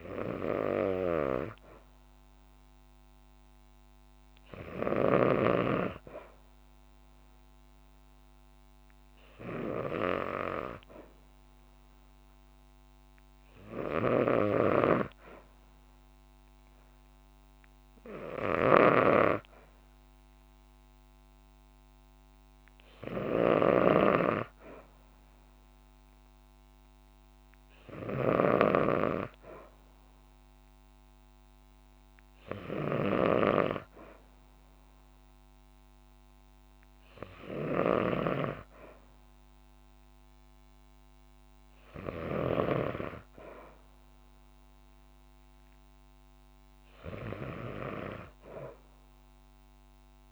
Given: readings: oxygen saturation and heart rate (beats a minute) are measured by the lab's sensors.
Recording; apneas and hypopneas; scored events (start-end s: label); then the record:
breathing in sleep by a microphone on the trachea; none
18.00-28.00 s: snoring (device-marked)
From the record:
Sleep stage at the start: N2 (light sleep); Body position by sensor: on the back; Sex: female